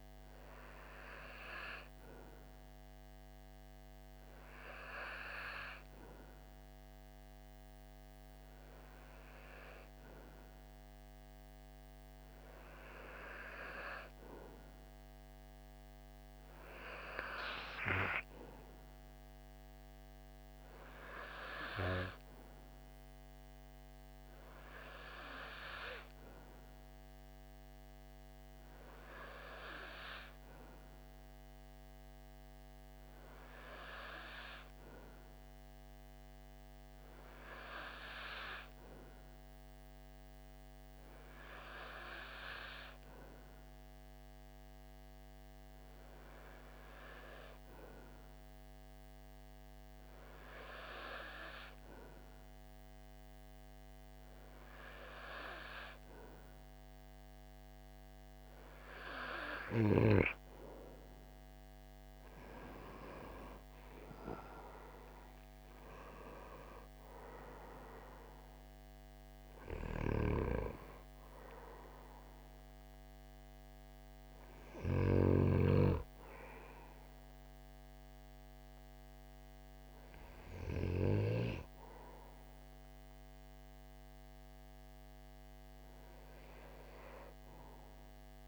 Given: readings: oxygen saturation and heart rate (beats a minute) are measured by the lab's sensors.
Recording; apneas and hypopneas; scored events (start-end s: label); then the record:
breathing in sleep by a microphone on the trachea; 1
35.00-56.00 s: hypopnea (oxygen 91% before, 89% lowest, heart rate 64 before, 53 extreme, up 36 after)
57.50-88.48 s: new sleep stage, N2 (light sleep)
60.50-65.50 s: arousal
69.50-75.00 s: snoring (device-marked)
From the record:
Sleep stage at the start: REM sleep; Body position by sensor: on the right side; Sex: male